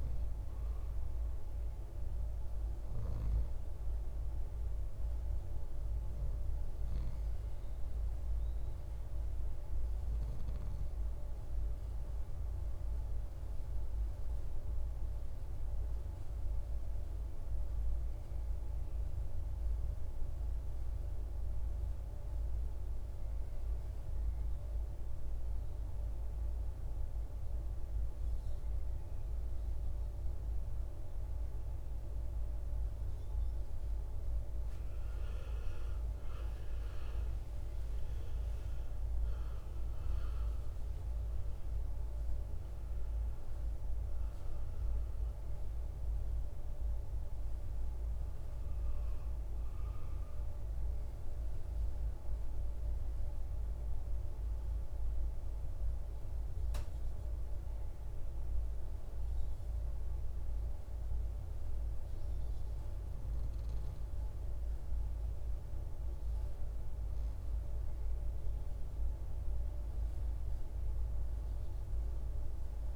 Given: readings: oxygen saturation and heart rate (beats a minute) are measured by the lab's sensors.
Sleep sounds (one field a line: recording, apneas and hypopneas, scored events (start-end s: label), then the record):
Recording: breathing in sleep, hard to hear, by a room microphone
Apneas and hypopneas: 2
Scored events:
11.00-32.00 s: obstructive apnea (oxygen 96% before, 91% lowest, heart rate 63 before, 53 extreme, up 22 after)
35.00-40.50 s: arousal
39.50-58.50 s: oxygen desaturation (device-marked, oxygen 97% before, 91% lowest, heart rate 59 before, 52 extreme)
50.00-67.00 s: hypopnea (oxygen 98% before, 88% lowest, heart rate 67 before, 52 extreme, up 5 after)
70.50-72.96 s: arousal
From the record:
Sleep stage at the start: REM sleep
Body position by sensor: on the right side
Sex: male